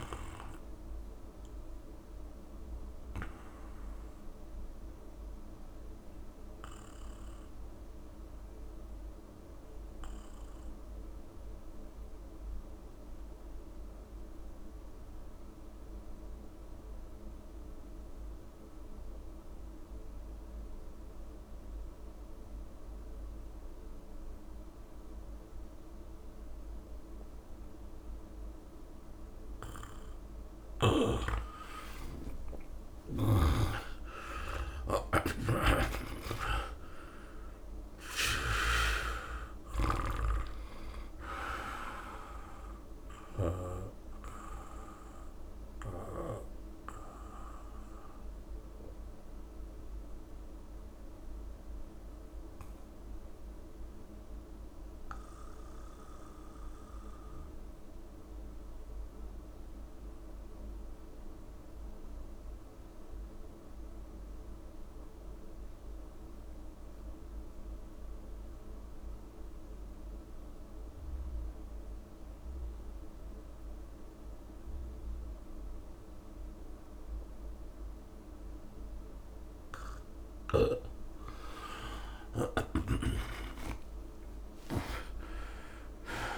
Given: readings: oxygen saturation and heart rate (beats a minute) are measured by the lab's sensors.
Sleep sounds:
breathing in sleep by a room microphone; 2
0.00-17.50 s: oxygen desaturation (device-marked, oxygen 83% lowest)
2.50-29.50 s: obstructive apnea (oxygen 99% before, 83% lowest)
31.50-58.50 s: oxygen desaturation (device-marked, oxygen 97% before, 85% lowest)
32.50-37.00 s: arousal
38.00-43.50 s: snoring (device-marked)
44.00-81.00 s: obstructive apnea (oxygen 99% before, 84% lowest)
75.50-86.38 s: oxygen desaturation (device-marked, oxygen 98% before, 84% lowest)
82.50-86.38 s: arousal
82.50-86.38 s: snoring (device-marked)
From the record:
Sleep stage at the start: N2 (light sleep); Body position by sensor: on the back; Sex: male

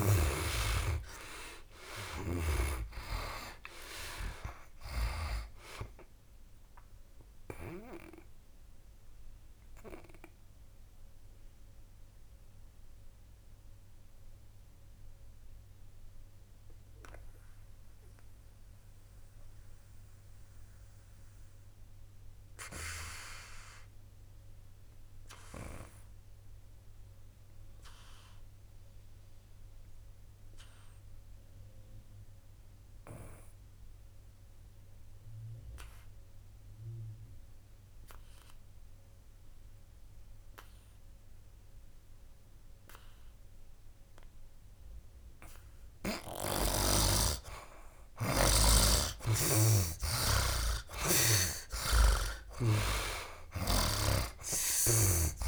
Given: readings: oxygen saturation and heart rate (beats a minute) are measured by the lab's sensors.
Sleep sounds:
breathing in sleep by a room microphone; 1
0.00-3.50 s: arousal
0.00-31.50 s: oxygen desaturation (device-marked, oxygen 75% lowest, heart rate 66 extreme)
7.50-46.00 s: mixed apnea (oxygen 98% before, 75% lowest, heart rate 72 before, 66 extreme, up 10 after)
38.50-55.48 s: oxygen desaturation (device-marked, oxygen 99% before, 75% lowest, heart rate 71 before, 63 extreme)
49.50-53.50 s: arousal
53.50-55.48 s: snoring (device-marked)
From the record:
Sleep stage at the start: N2 (light sleep); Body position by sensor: on the back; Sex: male

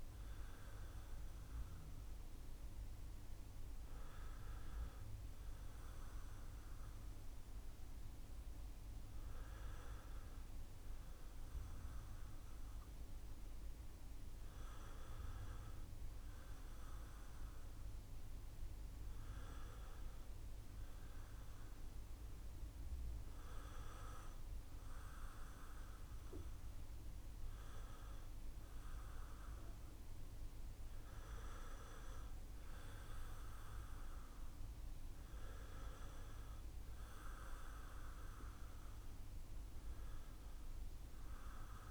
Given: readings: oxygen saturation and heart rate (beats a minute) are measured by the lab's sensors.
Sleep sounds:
breathing in sleep, hard to hear, by a room microphone; none
none scored
From the record:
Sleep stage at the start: N2 (light sleep); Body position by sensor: on the back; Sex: male

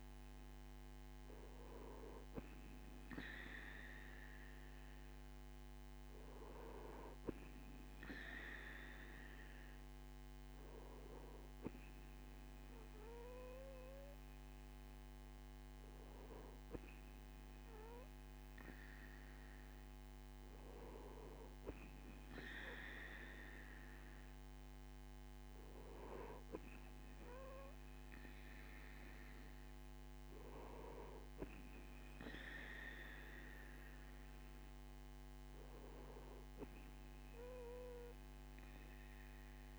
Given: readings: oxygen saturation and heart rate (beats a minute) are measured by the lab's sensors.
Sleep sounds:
breathing in sleep by a microphone on the trachea; none
none scored
From the record:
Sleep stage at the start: N2 (light sleep); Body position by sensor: on the right side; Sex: male

